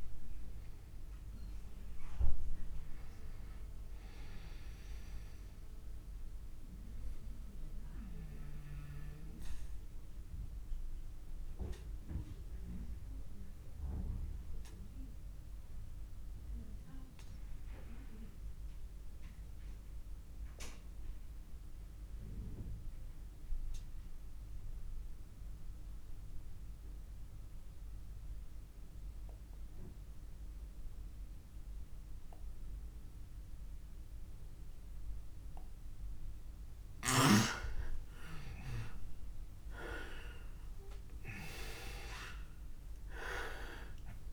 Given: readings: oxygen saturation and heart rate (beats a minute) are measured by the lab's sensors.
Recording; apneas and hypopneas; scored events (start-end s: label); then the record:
breathing in sleep by a room microphone; 1
0.00-21.00 s: oxygen desaturation (device-marked, oxygen 82% lowest)
4.50-35.50 s: obstructive apnea (oxygen 98% before, 82% lowest)
37.50-41.50 s: arousal
39.00-44.33 s: oxygen desaturation (device-marked, oxygen 99% before, 87% lowest)
From the record:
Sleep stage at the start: REM sleep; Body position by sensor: on the back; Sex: male